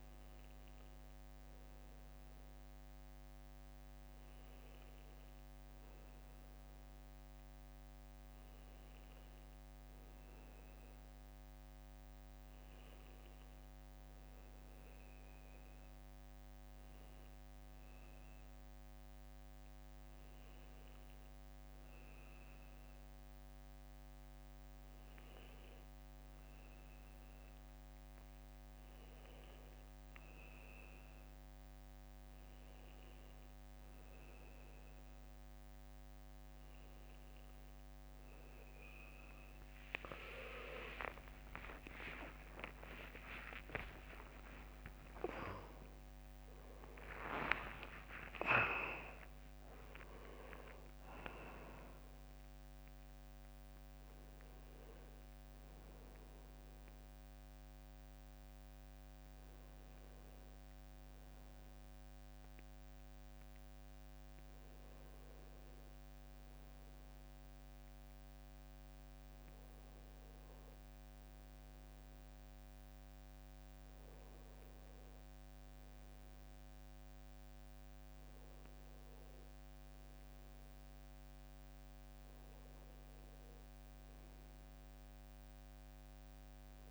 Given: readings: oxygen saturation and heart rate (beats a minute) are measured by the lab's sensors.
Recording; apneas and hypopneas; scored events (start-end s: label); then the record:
a person awake in a sleep study, by a microphone on the trachea; none
41.00-43.00 s: long interval between heartbeats (device-marked, heart rate 68 before, 78 extreme)
43.50-57.50 s: drop in pulse transit time (device-marked, heart rate 70 before, 76 extreme)
70.50-86.90 s: new sleep stage, N1 (lightest sleep)
From the record:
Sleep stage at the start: awake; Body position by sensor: on the right side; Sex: male